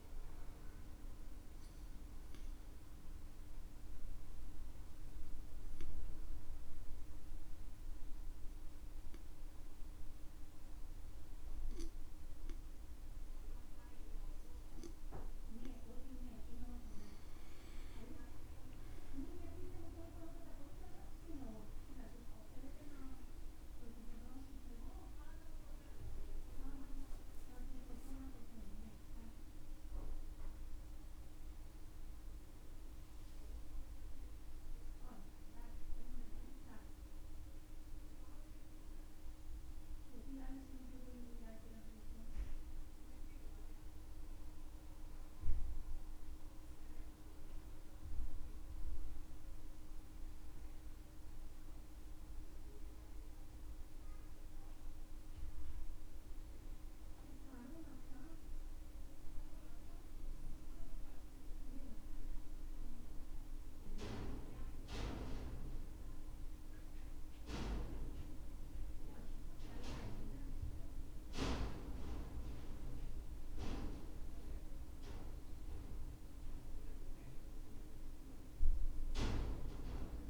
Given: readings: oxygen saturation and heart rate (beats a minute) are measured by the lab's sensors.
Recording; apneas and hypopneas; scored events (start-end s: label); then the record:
breathing in sleep by a room microphone; 1
0.50-17.00 s: obstructive apnea (oxygen 97% before, 90% lowest, heart rate 64 before, 63 extreme, up 12 after)
19.00-23.50 s: arousal
37.00-59.00 s: oxygen desaturation (device-marked, oxygen 95% before, 90% lowest, heart rate 72 before, 63 extreme)
From the record:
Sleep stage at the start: N2 (light sleep); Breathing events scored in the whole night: 164 in 3.0 hours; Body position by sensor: on the back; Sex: male